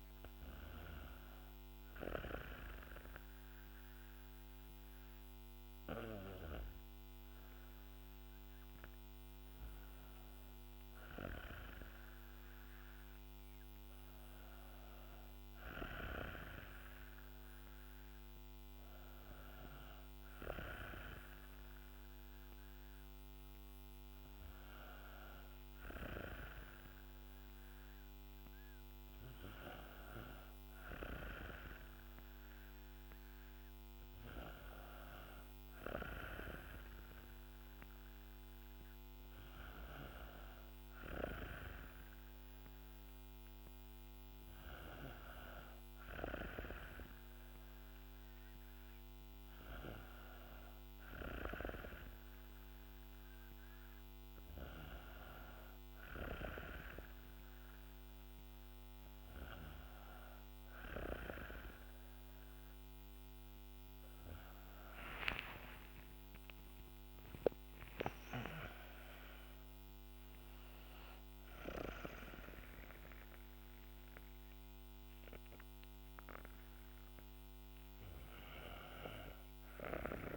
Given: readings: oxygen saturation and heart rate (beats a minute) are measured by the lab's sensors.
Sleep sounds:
breathing in sleep by a microphone on the trachea; none
63.50-67.50 s: arousal
From the record:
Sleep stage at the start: N2 (light sleep); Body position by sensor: on the back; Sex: female

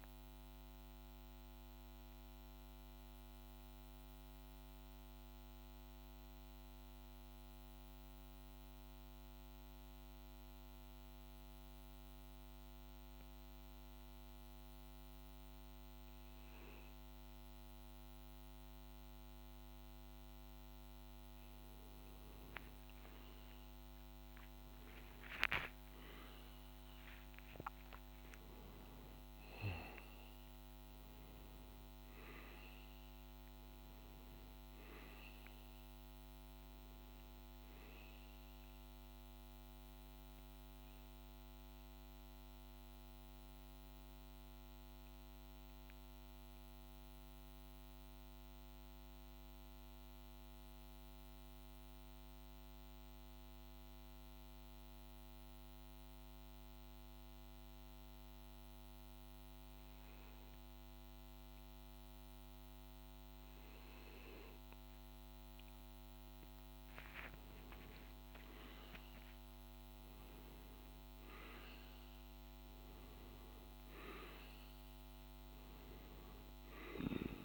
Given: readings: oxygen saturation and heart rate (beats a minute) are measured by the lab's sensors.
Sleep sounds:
breathing in sleep, hard to hear, by a microphone on the trachea; 2
0.50-19.50 s: central apnea (oxygen 97% before, 90% lowest, heart rate 52 before, 50 extreme, up 12 after)
10.50-77.45 s: new sleep stage, N2 (light sleep)
21.50-26.00 s: arousal
22.50-45.50 s: oxygen desaturation (device-marked, oxygen 97% before, 90% lowest, heart rate 51 before, 49 extreme)
44.00-61.50 s: mixed apnea (oxygen 97% before, 90% lowest, heart rate 57 before, 49 extreme, up 2 after)
65.50-77.45 s: oxygen desaturation (device-marked, oxygen 97% before, 90% lowest, heart rate 50 before, 49 extreme)
66.00-70.00 s: arousal
From the record:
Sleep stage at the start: REM sleep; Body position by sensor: on the back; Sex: male

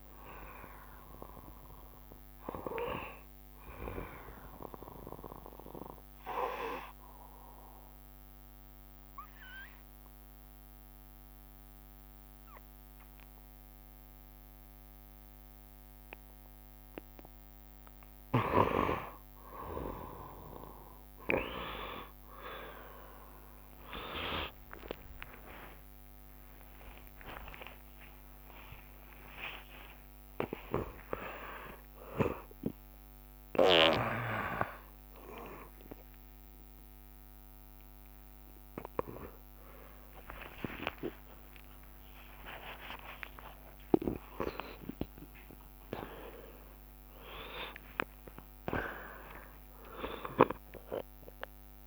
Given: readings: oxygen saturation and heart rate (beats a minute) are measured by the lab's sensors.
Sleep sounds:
a person awake in a sleep study, by a microphone on the trachea; 1
0.00-2.00 s: long interval between heartbeats (device-marked, heart rate 71 before, 71 extreme)
6.50-18.00 s: obstructive apnea (oxygen 91% before, 79% lowest, heart rate 71 before, 72 extreme, up 35 after)
9.50-51.87 s: oxygen desaturation (device-marked, oxygen 89% before, 79% lowest, heart rate 71 before, 69 extreme)
20.50-51.87 s: new sleep stage, awake
22.50-33.50 s: tachycardia (device-marked, heart rate 58 before, 146 extreme)
24.50-26.50 s: long interval between heartbeats (device-marked, heart rate 72 before, 93 extreme)
28.00-30.00 s: long interval between heartbeats (device-marked, heart rate 77 before, 127 extreme)
30.00-32.00 s: long interval between heartbeats (device-marked, heart rate 83 before, 139 extreme)
38.50-51.50 s: tachycardia (device-marked, heart rate 60 before, 159 extreme)
42.00-44.00 s: long interval between heartbeats (device-marked, heart rate 106 before, 104 extreme)
45.50-47.50 s: long interval between heartbeats (device-marked, heart rate 112 before, 144 extreme)
47.50-49.50 s: long interval between heartbeats (device-marked, heart rate 116 before, 153 extreme)
From the record:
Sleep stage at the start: N1 (lightest sleep); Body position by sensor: on the right side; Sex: male

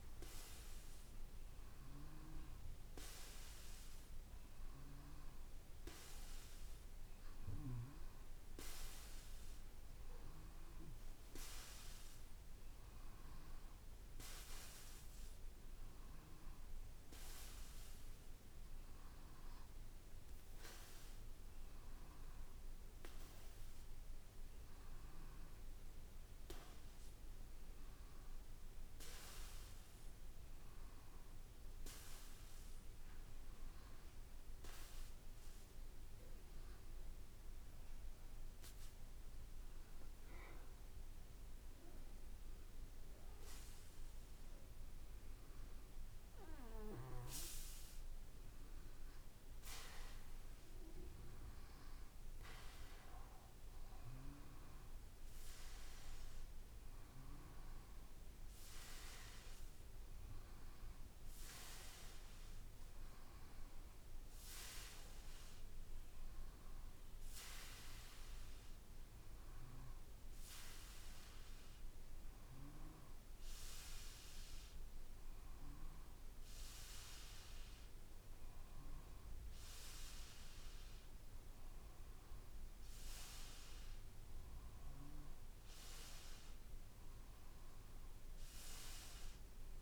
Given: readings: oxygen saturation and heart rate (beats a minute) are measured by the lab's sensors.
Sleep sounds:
breathing in sleep by a room microphone; none
none scored
From the record:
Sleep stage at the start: N2 (light sleep); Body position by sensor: on the back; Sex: male

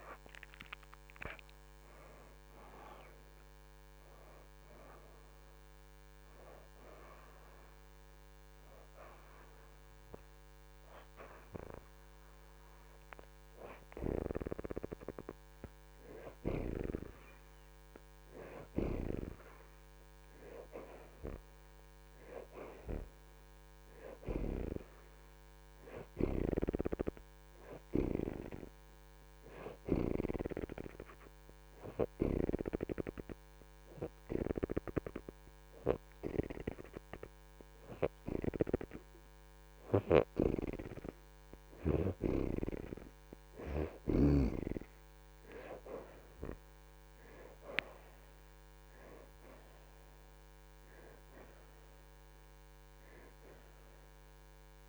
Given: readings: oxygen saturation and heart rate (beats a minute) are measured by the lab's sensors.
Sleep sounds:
breathing in sleep by a microphone on the trachea; 2
3.00-18.00 s: oxygen desaturation (device-marked, oxygen 69% before, 59% lowest)
7.00-18.50 s: hypopnea (oxygen 69% before, 59% lowest)
20.00-23.00 s: arousal
29.00-39.50 s: hypopnea (oxygen 81% before, 64% lowest)
33.00-45.00 s: oxygen desaturation (device-marked, oxygen 81% before, 66% lowest)
45.50-49.00 s: arousal
50.00-54.89 s: oxygen desaturation (device-marked, oxygen 71% before, 64% lowest)
From the record:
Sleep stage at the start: N2 (light sleep); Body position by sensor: on the back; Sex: female

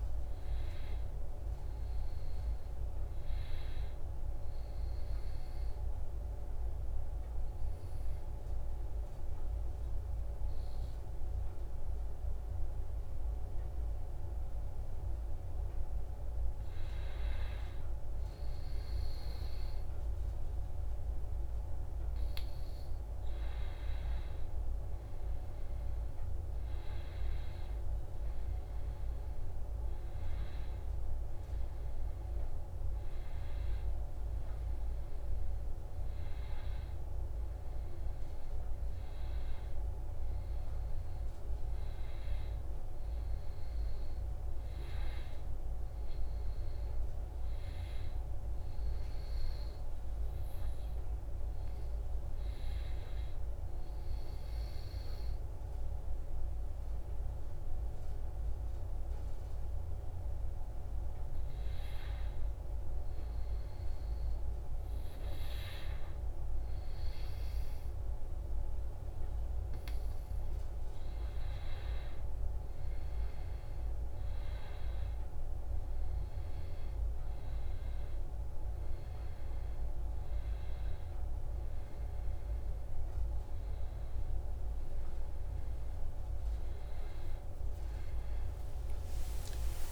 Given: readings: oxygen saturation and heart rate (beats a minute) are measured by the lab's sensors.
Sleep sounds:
breathing in sleep, hard to hear, by a room microphone; 2
5.00-15.50 s: obstructive apnea (oxygen 96% before, 93% lowest, heart rate 70 before, 63 extreme, up 3 after)
18.00-22.50 s: arousal
24.00-38.00 s: oxygen desaturation (device-marked, oxygen 97% before, 93% lowest, heart rate 67 before, 66 extreme)
43.00-47.00 s: arousal
50.50-62.50 s: hypopnea (oxygen 96% before, 94% lowest, heart rate 70 before, 63 extreme, up 4 after)
65.00-68.00 s: arousal
From the record:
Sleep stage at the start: N2 (light sleep); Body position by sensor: on the back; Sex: male

